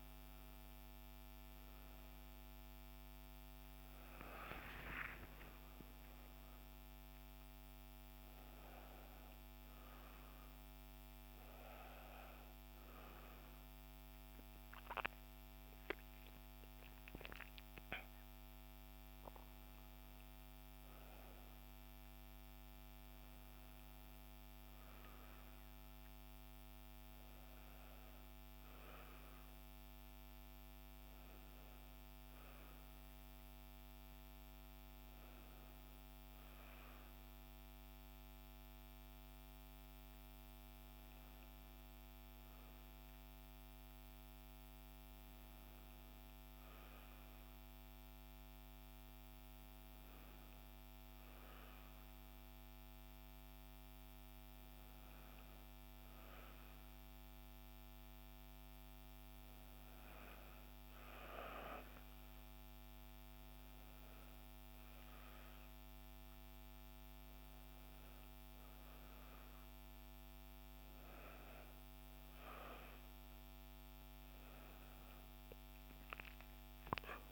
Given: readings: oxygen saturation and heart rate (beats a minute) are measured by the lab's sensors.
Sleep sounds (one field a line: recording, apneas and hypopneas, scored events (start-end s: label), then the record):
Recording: a person awake in a sleep study, hard to hear, by a microphone on the trachea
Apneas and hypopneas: none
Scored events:
none scored
From the record:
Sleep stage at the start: awake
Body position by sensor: on the back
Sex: female